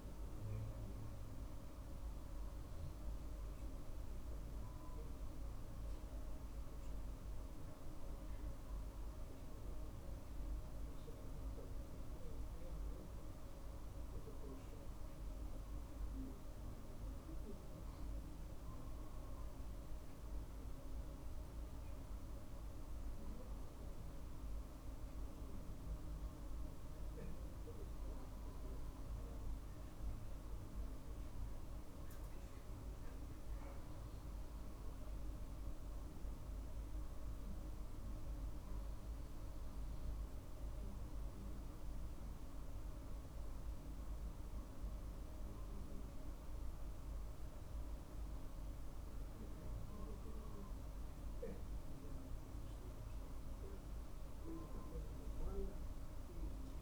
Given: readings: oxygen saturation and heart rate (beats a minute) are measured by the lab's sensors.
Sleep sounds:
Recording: breathing in sleep, hard to hear, by a room microphone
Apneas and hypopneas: none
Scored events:
none scored
From the record:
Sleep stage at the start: N2 (light sleep)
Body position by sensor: on the right side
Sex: male

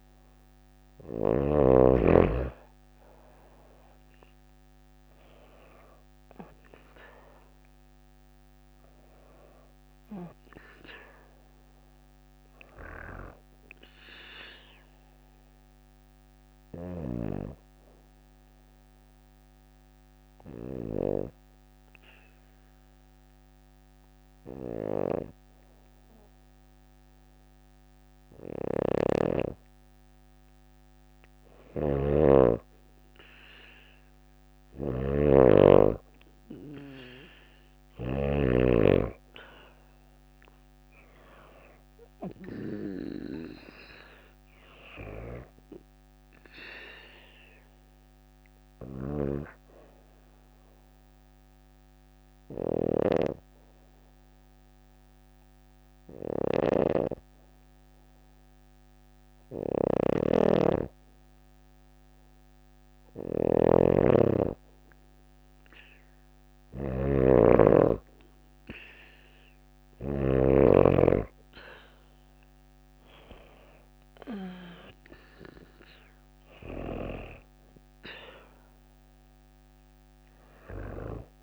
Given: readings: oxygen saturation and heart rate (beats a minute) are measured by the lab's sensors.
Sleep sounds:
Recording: breathing in sleep by a microphone on the trachea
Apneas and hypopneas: 2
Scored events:
2.50-6.00 s: arousal
6.00-29.00 s: oxygen desaturation (device-marked, oxygen 97% before, 92% lowest, heart rate 58 before, 37 extreme)
14.00-29.00 s: obstructive apnea (oxygen 97% before, 92% lowest, heart rate 59 before, 46 extreme, up 13 after)
16.00-20.00 s: snoring (device-marked)
30.50-37.50 s: snoring (device-marked)
40.00-61.00 s: oxygen desaturation (device-marked, oxygen 97% before, 92% lowest, heart rate 55 before, 38 extreme)
48.00-61.00 s: obstructive apnea (oxygen 97% before, 92% lowest, heart rate 54 before, 38 extreme, up 3 after)
48.00-69.50 s: snoring (device-marked)
70.00-81.43 s: oxygen desaturation (device-marked, oxygen 97% before, 92% lowest, heart rate 56 before, 32 extreme)
From the record:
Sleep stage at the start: N2 (light sleep)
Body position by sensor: on the back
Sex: female

